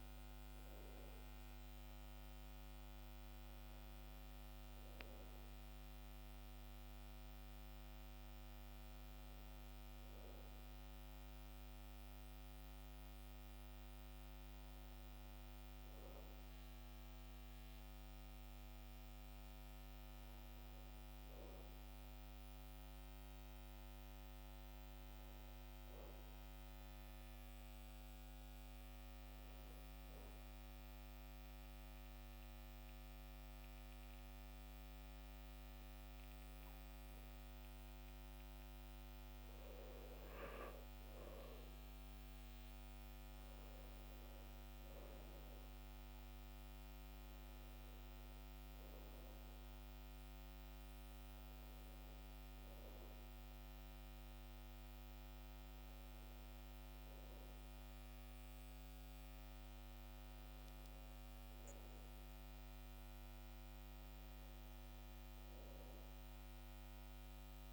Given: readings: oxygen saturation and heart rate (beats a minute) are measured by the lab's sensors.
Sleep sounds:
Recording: breathing in sleep, hard to hear, by a microphone on the trachea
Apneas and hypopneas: 1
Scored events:
24.00-28.50 s: arousal
30.50-41.50 s: obstructive apnea (oxygen 98% before, 94% lowest, heart rate 69 before, 67 extreme, up 6 after)
44.50-48.00 s: arousal
From the record:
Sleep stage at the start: REM sleep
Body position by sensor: on the back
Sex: male

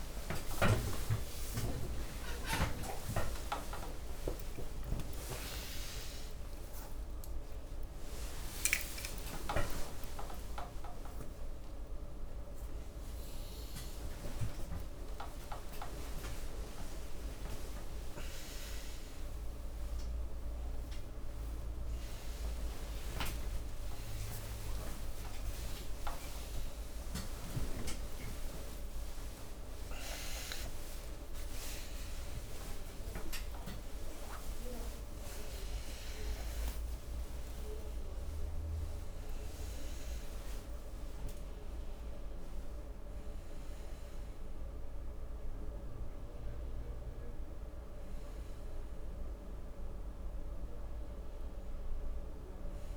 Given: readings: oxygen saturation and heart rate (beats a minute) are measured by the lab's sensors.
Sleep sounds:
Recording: a person awake in a sleep study, by a room microphone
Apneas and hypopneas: none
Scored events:
11.00-52.97 s: new sleep stage, awake
From the record:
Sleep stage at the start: N2 (light sleep)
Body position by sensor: on the front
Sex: male

